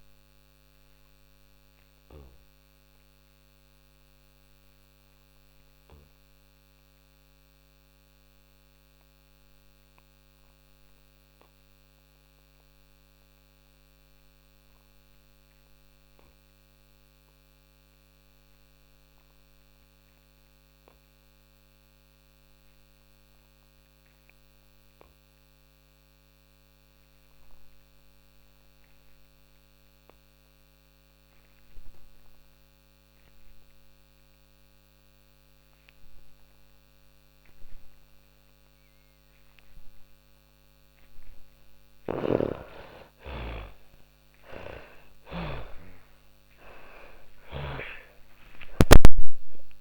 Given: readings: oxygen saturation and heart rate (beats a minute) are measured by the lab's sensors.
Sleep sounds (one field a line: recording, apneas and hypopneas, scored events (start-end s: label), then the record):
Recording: breathing in sleep by a microphone on the trachea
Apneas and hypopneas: 1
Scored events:
0.00-16.50 s: oxygen desaturation (device-marked, oxygen 86% lowest, heart rate 38 extreme)
3.50-38.00 s: obstructive apnea (oxygen 97% before, 76% lowest, heart rate 107 before, 38 extreme, up 58 after)
29.50-49.81 s: oxygen desaturation (device-marked, oxygen 99% before, 76% lowest, heart rate 54 before, 57 extreme)
40.00-49.81 s: snoring (device-marked)
43.00-49.81 s: arousal
From the record:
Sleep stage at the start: N2 (light sleep)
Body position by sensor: on the back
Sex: female